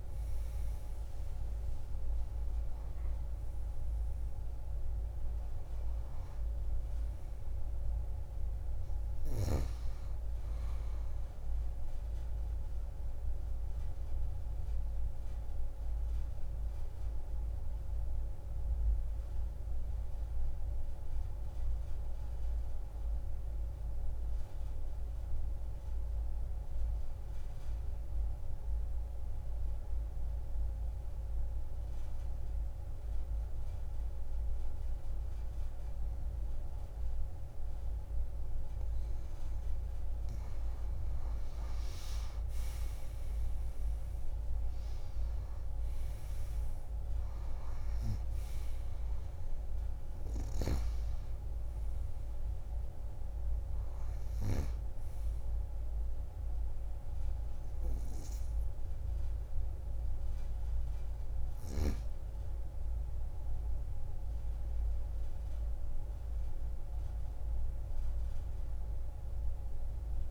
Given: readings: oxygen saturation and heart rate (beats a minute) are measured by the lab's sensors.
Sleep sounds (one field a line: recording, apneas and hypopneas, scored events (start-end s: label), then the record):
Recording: breathing in sleep, hard to hear, by a room microphone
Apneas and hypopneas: 1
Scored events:
0.00-4.50 s: arousal
0.00-15.50 s: oxygen desaturation (device-marked, oxygen 90% lowest)
12.00-39.00 s: obstructive apnea (oxygen 97% before, 87% lowest)
38.50-70.31 s: oxygen desaturation (device-marked, oxygen 98% before, 87% lowest)
42.50-46.00 s: arousal
From the record:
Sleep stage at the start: N2 (light sleep)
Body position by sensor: on the back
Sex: female